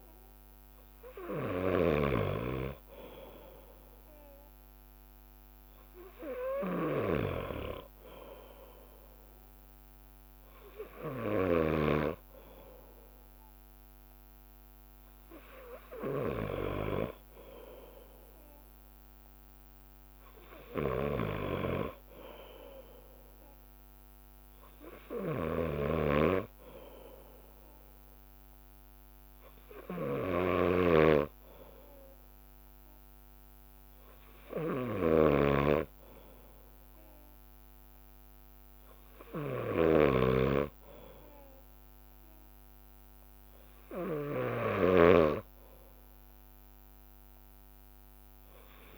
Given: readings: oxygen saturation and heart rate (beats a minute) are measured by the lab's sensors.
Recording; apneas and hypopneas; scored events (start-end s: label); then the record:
breathing in sleep by a microphone on the trachea; none
0.00-6.50 s: bradycardia (device-marked, heart rate 56 extreme)
0.00-9.50 s: drop in pulse transit time (device-marked, heart rate 56 extreme)
10.50-48.97 s: bradycardia (device-marked, heart rate 62 before, 57 extreme)
23.50-33.50 s: drop in pulse transit time (device-marked, heart rate 59 before, 57 extreme)
26.00-27.00 s: leg movement (device-marked)
35.00-40.00 s: snoring (device-marked)
37.50-42.50 s: leg movement (device-marked)
From the record:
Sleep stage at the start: N2 (light sleep); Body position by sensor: on the left side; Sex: male